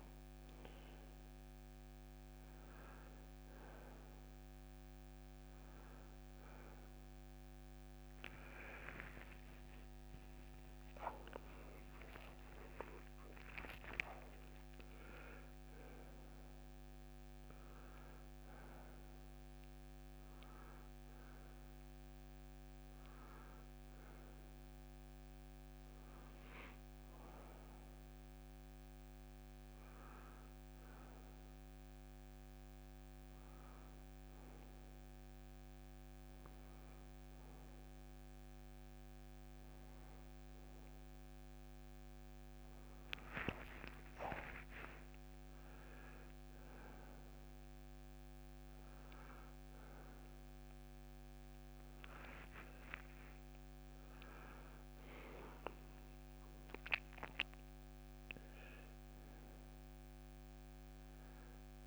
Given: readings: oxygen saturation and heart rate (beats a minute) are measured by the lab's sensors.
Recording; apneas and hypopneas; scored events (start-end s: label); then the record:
breathing in sleep by a microphone on the trachea; none
8.50-12.50 s: arousal
40.50-43.50 s: arousal
From the record:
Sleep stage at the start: N1 (lightest sleep); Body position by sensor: on the right side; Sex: male